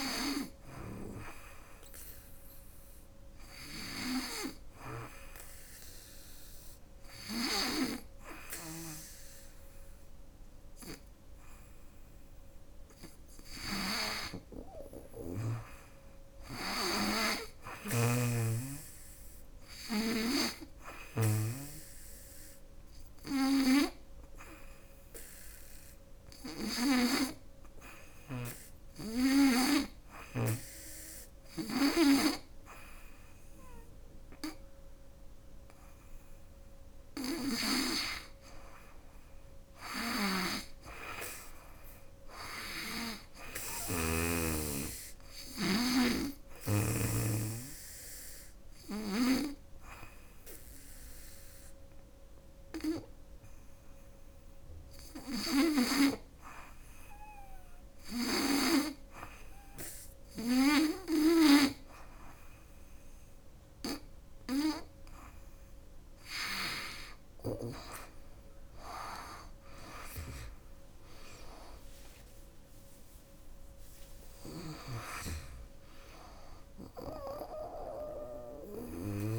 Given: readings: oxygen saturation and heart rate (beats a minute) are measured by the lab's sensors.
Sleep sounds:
breathing in sleep by a room microphone; 3
1.50-12.50 s: hypopnea (oxygen 97% before, 93% lowest, heart rate 78 before, 78 extreme, up 4 after)
14.50-17.50 s: arousal
22.00-35.00 s: hypopnea (oxygen 99% before, 93% lowest, heart rate 79 before, 81 extreme, up 5 after)
35.50-57.50 s: oxygen desaturation (device-marked, oxygen 97% before, 93% lowest, heart rate 82 before, 81 extreme)
38.00-41.50 s: arousal
43.00-46.50 s: snoring (device-marked)
47.50-64.50 s: hypopnea (oxygen 98% before, 93% lowest, heart rate 84 before, 77 extreme, up 10 after)
68.00-71.00 s: arousal
74.00-79.39 s: snoring (device-marked)
From the record:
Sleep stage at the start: N2 (light sleep); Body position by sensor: on the back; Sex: female

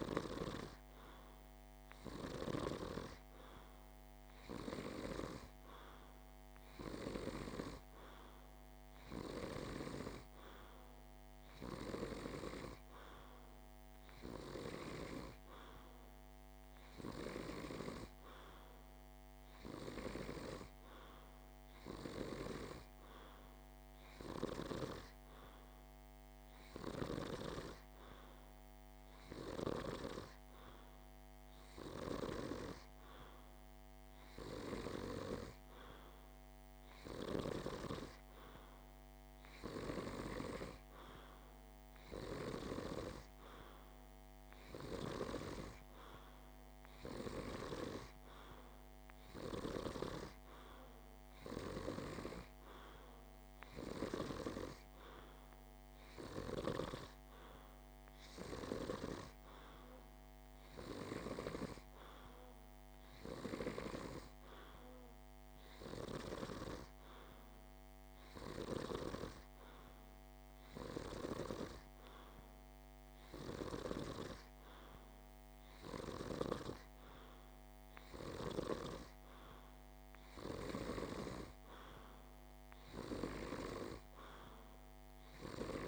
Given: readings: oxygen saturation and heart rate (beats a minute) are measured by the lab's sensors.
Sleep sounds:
breathing in sleep by a microphone on the trachea; none
none scored
From the record:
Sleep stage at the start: N2 (light sleep); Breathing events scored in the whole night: 209 in 5.7 hours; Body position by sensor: on the back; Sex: male

